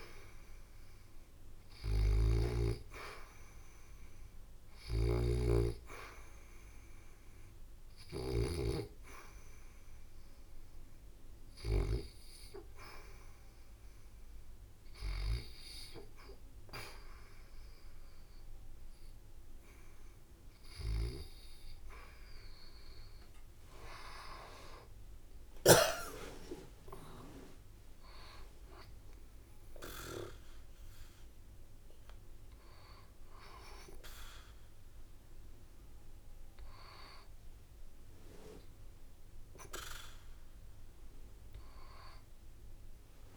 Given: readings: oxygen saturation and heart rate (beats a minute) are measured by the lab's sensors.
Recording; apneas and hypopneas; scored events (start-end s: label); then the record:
breathing in sleep by a room microphone; none
0.00-8.00 s: snoring (device-marked)
0.00-9.00 s: oxygen desaturation (device-marked, oxygen 76% lowest, heart rate 80 extreme)
2.00-5.50 s: leg movement (device-marked)
11.00-23.00 s: oxygen desaturation (device-marked, oxygen 81% before, 74% lowest, heart rate 82 before, 76 extreme)
21.50-30.00 s: leg movement (device-marked)
23.00-28.00 s: arousal
37.00-38.50 s: leg movement (device-marked)
38.00-43.37 s: oxygen desaturation (device-marked, oxygen 79% before, 76% lowest, heart rate 81 before, 71 extreme)
42.00-43.37 s: leg movement (device-marked)
From the record:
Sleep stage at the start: N2 (light sleep); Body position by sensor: on the back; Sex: female